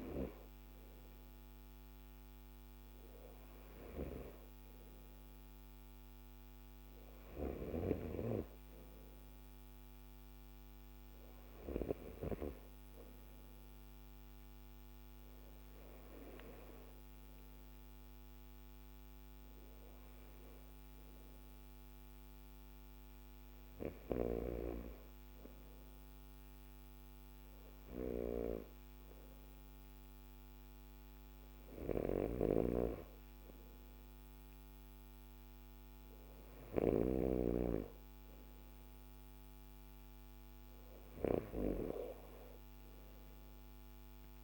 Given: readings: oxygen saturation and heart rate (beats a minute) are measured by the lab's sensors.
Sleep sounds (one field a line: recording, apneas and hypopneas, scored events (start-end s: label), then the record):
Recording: breathing in sleep by a microphone on the trachea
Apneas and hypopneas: none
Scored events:
none scored
From the record:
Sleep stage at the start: N2 (light sleep)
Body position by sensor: on the left side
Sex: male